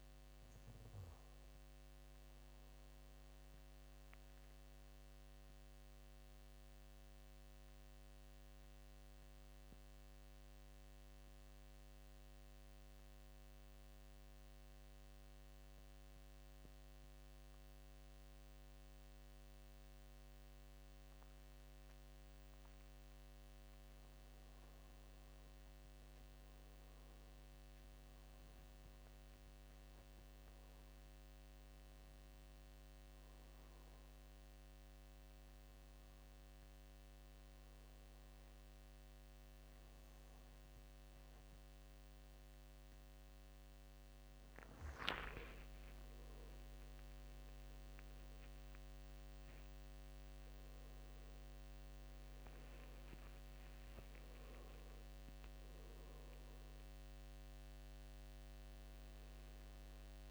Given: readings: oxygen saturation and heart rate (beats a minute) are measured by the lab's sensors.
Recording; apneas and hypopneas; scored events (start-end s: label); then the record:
breathing in sleep, hard to hear, by a microphone on the trachea; 1
0.00-14.00 s: oxygen desaturation (device-marked, oxygen 88% lowest, heart rate 69 extreme)
4.50-23.00 s: mixed apnea (oxygen 98% before, 88% lowest, heart rate 78 before, 69 extreme, up 11 after)
24.00-27.50 s: arousal
27.00-51.00 s: oxygen desaturation (device-marked, oxygen 98% before, 90% lowest, heart rate 72 before, 75 extreme)
From the record:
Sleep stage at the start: N2 (light sleep); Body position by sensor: on the right side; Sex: male